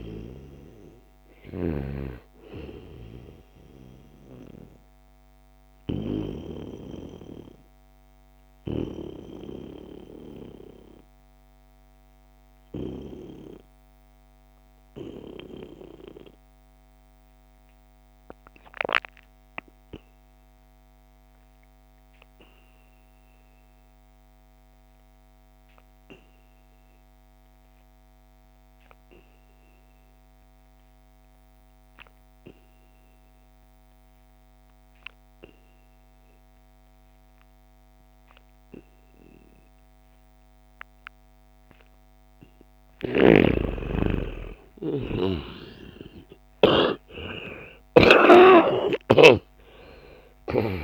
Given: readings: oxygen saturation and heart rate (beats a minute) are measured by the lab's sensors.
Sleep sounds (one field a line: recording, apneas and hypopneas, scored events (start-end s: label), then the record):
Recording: a person partly awake in a sleep study, by a microphone on the trachea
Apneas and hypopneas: 1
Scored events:
0.00-13.00 s: oxygen desaturation (device-marked, oxygen 91% lowest, heart rate 63 extreme)
2.50-40.00 s: obstructive apnea (oxygen 98% before, 86% lowest, heart rate 73 before, 61 extreme, up 5 after)
29.00-50.84 s: oxygen desaturation (device-marked, oxygen 97% before, 86% lowest, heart rate 70 before, 61 extreme)
36.00-50.84 s: new sleep stage, awake
42.50-50.84 s: snoring (device-marked)
From the record:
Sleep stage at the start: N2 (light sleep)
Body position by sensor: on the back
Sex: male